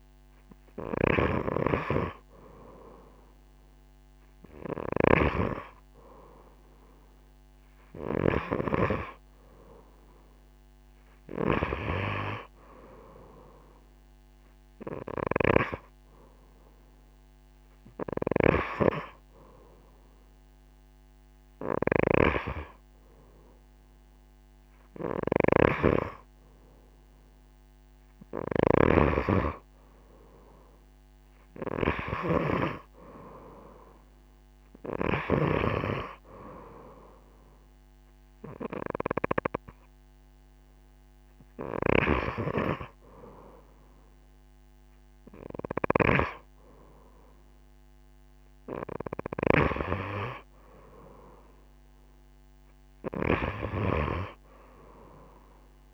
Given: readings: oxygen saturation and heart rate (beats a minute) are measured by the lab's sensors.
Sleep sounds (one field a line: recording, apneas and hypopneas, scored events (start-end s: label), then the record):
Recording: breathing in sleep by a microphone on the trachea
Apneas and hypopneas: none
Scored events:
43.50-47.50 s: arousal
From the record:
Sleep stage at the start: N2 (light sleep)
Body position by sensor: on the right side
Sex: female